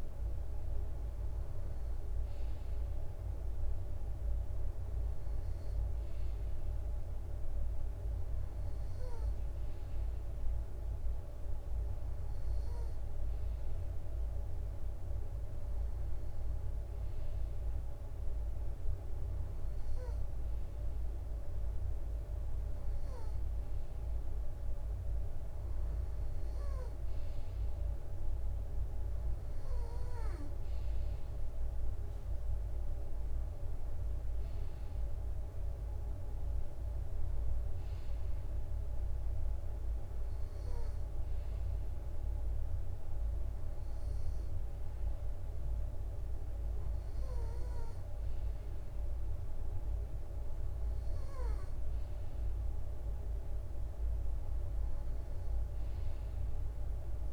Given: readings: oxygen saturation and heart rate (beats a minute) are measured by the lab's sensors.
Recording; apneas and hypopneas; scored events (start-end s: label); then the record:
breathing in sleep, hard to hear, by a room microphone; none
25.50-40.50 s: drop in pulse transit time (device-marked, heart rate 63 before, 65 extreme)
From the record:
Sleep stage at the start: N2 (light sleep); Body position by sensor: on the right side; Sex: male